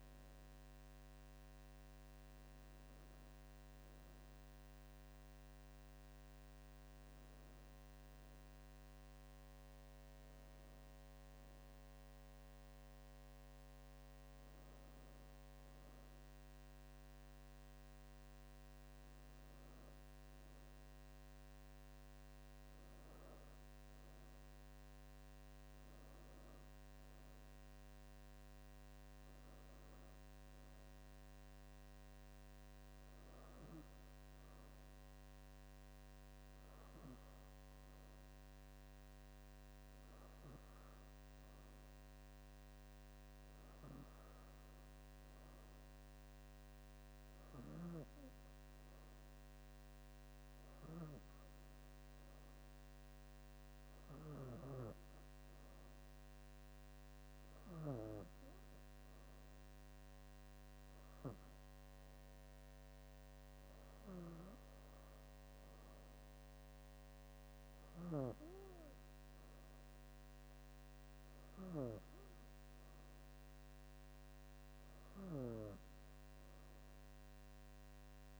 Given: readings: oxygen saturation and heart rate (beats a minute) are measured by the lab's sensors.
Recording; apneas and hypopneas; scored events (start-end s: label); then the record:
breathing in sleep by a microphone on the trachea; none
none scored
From the record:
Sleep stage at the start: N2 (light sleep); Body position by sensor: on the back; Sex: female